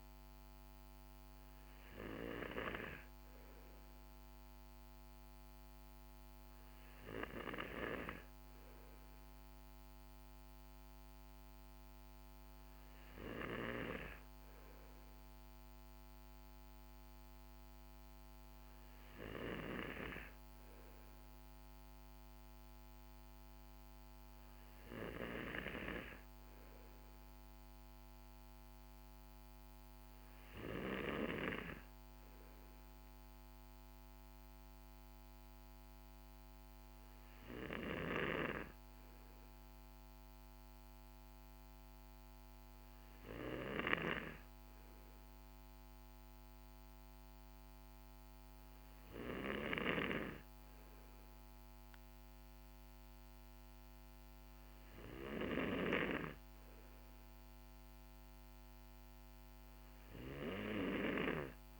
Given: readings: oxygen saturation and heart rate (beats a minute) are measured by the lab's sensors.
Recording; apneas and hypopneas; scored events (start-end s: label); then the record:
breathing in sleep by a microphone on the trachea; none
none scored
From the record:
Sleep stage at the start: N2 (light sleep); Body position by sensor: on the right side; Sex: male